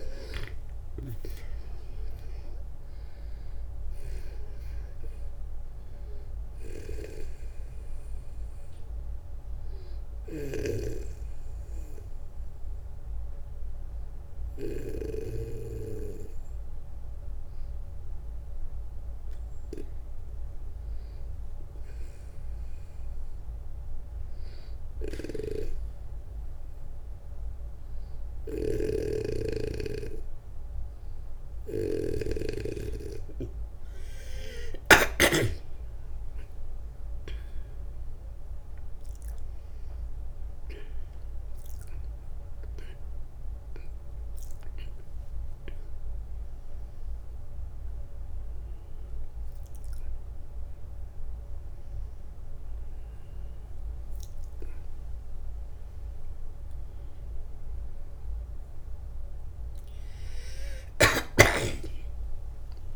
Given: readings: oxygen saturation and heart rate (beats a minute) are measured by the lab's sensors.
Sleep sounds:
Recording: a person partly awake in a sleep study, by a room microphone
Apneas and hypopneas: 1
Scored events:
6.00-14.50 s: snoring (device-marked)
10.00-21.00 s: obstructive apnea (oxygen 96% before, 92% lowest, heart rate 64 before, 59 extreme, up 6 after)
24.50-34.50 s: snoring (device-marked)
30.00-60.00 s: new sleep stage, awake
39.00-49.00 s: oxygen desaturation (device-marked, oxygen 97% before, 94% lowest, heart rate 64 before, 70 extreme)
60.00-62.95 s: new sleep stage, N1 (lightest sleep)
From the record:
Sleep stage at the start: N2 (light sleep)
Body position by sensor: on the back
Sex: male

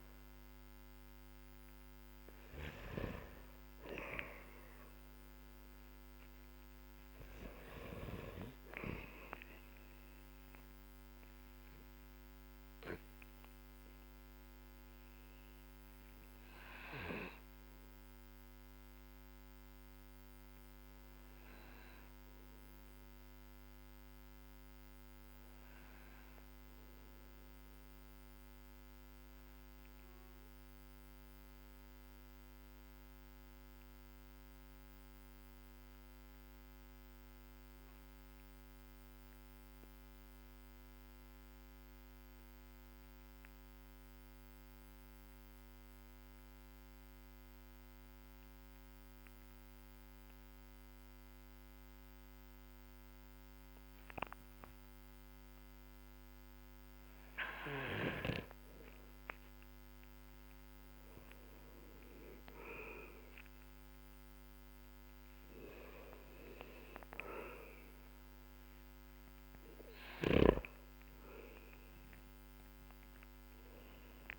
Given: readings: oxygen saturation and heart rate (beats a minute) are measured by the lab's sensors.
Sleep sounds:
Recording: breathing in sleep by a microphone on the trachea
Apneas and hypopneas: 1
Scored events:
0.00-1.50 s: arousal
0.00-7.50 s: snoring (device-marked)
2.00-38.00 s: oxygen desaturation (device-marked, oxygen 98% before, 93% lowest, heart rate 55 before, 46 extreme)
13.00-58.50 s: obstructive apnea (oxygen 99% before, 92% lowest, heart rate 50 before, 47 extreme, up 15 after)
61.00-67.00 s: arousal
73.00-74.39 s: oxygen desaturation (device-marked, oxygen 96% before, 92% lowest, heart rate 57 before, 47 extreme)
From the record:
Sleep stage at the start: N2 (light sleep)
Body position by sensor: on the back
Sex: male

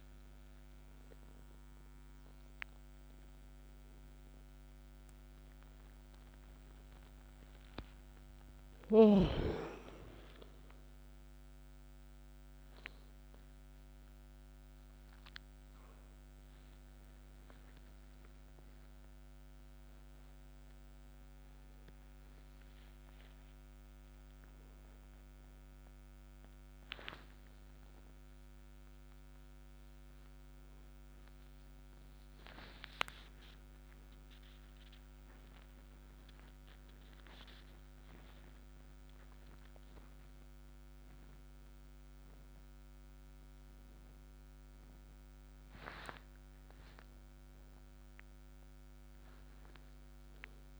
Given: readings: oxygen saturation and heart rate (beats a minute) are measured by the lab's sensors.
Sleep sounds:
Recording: a person awake in a sleep study, by a microphone on the trachea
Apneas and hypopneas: none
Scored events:
none scored
From the record:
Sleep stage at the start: awake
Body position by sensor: on the back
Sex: male

